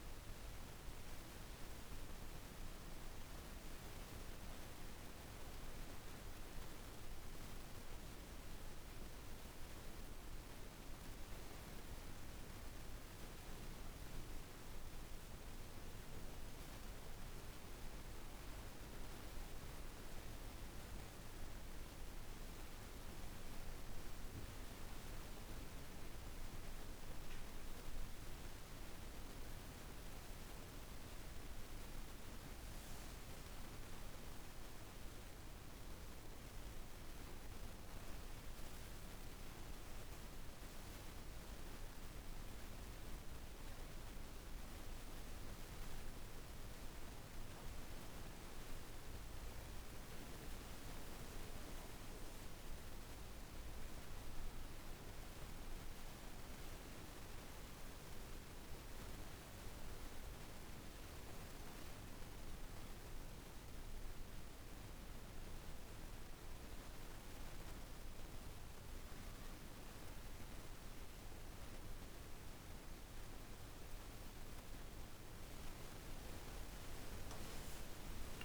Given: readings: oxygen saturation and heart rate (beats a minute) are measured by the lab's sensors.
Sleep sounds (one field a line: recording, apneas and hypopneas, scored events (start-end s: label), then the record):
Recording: breathing in sleep, hard to hear, by a room microphone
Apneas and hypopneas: 2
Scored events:
3.00-14.00 s: obstructive apnea (oxygen 95% before, 88% lowest, heart rate 71 before, 54 extreme, up 3 after)
10.50-34.50 s: oxygen desaturation (device-marked, oxygen 96% before, 88% lowest, heart rate 57 before, 54 extreme)
17.00-22.00 s: arousal
50.00-55.00 s: arousal
59.00-70.50 s: hypopnea (oxygen 96% before, 90% lowest, heart rate 59 before, 54 extreme, up 18 after)
71.50-78.45 s: oxygen desaturation (device-marked, oxygen 96% before, 90% lowest, heart rate 57 before, 54 extreme)
73.00-77.50 s: arousal
From the record:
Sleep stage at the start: N2 (light sleep)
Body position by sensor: on the back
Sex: female